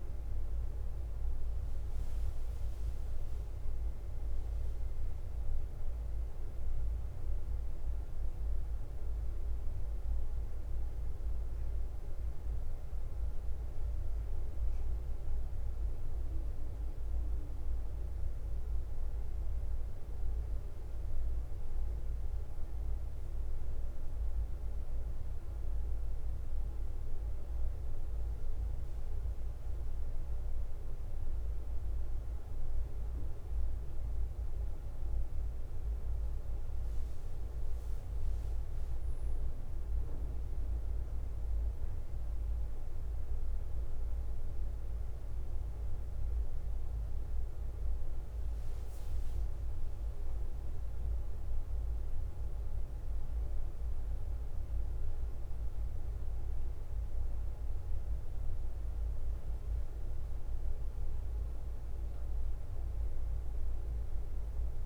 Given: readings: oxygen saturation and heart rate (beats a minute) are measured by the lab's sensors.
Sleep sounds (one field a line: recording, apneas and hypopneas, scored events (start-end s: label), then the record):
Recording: breathing in sleep, hard to hear, by a room microphone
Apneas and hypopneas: 1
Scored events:
0.00-3.50 s: arousal
0.00-64.86 s: bradycardia (device-marked, heart rate 45 extreme)
7.50-19.00 s: hypopnea (oxygen 98% before, 96% lowest, heart rate 51 before, 51 extreme, up 2 after)
27.50-31.50 s: arousal
From the record:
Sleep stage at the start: N2 (light sleep)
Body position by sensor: on the back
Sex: male